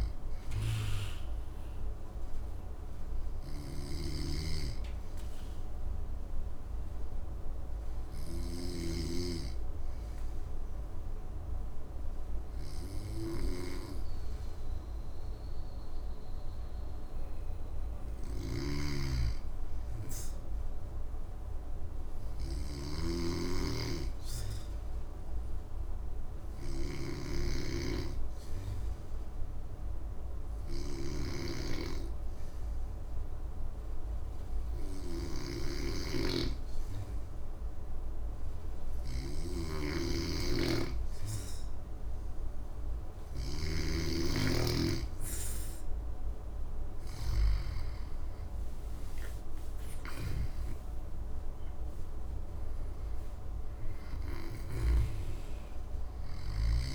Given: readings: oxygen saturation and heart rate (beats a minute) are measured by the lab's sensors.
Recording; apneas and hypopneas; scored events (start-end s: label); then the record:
breathing in sleep by a room microphone; 1
0.00-14.50 s: oxygen desaturation (device-marked, oxygen 93% lowest, heart rate 62 extreme)
3.00-45.00 s: hypopnea (oxygen 99% before, 91% lowest, heart rate 72 before, 62 extreme, up 12 after)
3.50-8.50 s: snoring (device-marked)
18.00-43.50 s: snoring (device-marked)
35.50-56.95 s: oxygen desaturation (device-marked, oxygen 98% before, 92% lowest, heart rate 63 before, 62 extreme)
48.50-53.00 s: arousal
49.50-54.50 s: snoring (device-marked)
From the record:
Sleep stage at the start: N2 (light sleep); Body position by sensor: on the back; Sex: male